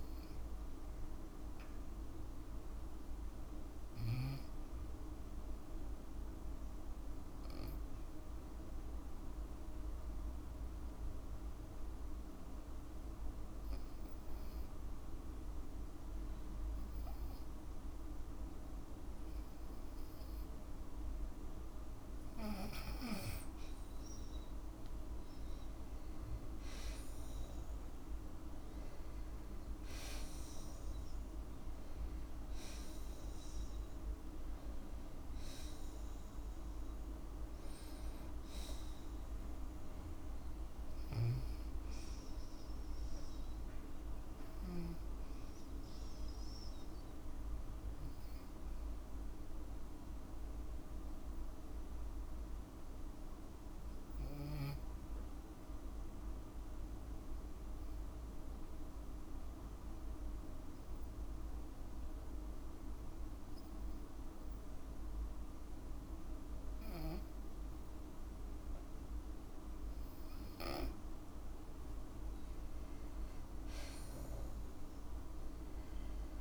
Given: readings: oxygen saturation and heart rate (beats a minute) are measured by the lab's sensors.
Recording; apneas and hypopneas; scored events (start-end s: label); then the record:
breathing in sleep, hard to hear, by a room microphone; 2
5.00-21.00 s: obstructive apnea (oxygen 98% before, 93% lowest, heart rate 55 before, 51 extreme, up 7 after)
6.50-22.50 s: oxygen desaturation (device-marked, oxygen 98% before, 93% lowest, heart rate 55 before, 51 extreme)
26.00-30.00 s: arousal
50.50-67.50 s: obstructive apnea (oxygen 98% before, 93% lowest, heart rate 56 before, 54 extreme, up 3 after)
51.50-67.50 s: oxygen desaturation (device-marked, oxygen 98% before, 93% lowest, heart rate 56 before, 54 extreme)
72.50-76.41 s: arousal
From the record:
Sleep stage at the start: N2 (light sleep); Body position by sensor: on the back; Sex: female